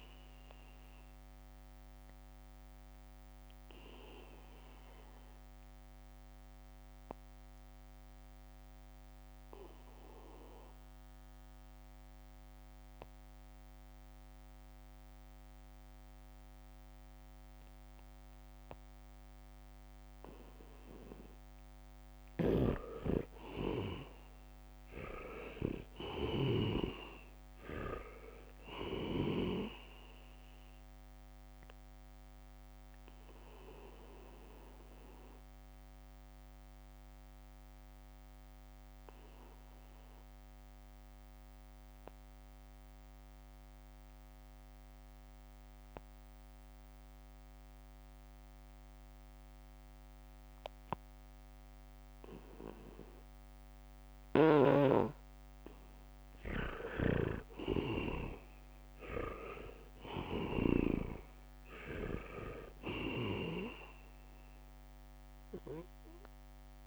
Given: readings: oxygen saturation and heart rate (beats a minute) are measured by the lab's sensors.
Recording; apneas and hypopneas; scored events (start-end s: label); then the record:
breathing in sleep by a microphone on the trachea; 2
0.00-16.00 s: oxygen desaturation (device-marked, oxygen 83% lowest, heart rate 72 extreme)
2.50-21.50 s: obstructive apnea (oxygen 98% before, 81% lowest, heart rate 76 before, 72 extreme, up 5 after)
22.00-47.00 s: oxygen desaturation (device-marked, oxygen 99% before, 83% lowest, heart rate 75 before, 66 extreme)
23.00-30.00 s: snoring (device-marked)
26.00-29.00 s: arousal
32.00-55.50 s: obstructive apnea (oxygen 99% before, 81% lowest, heart rate 74 before, 66 extreme, up 5 after)
54.50-61.50 s: snoring (device-marked)
57.00-66.87 s: oxygen desaturation (device-marked, oxygen 99% before, 81% lowest, heart rate 74 before, 71 extreme)
57.50-60.00 s: arousal
65.50-66.87 s: leg movement (device-marked)
From the record:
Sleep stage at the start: N2 (light sleep); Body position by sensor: on the back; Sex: male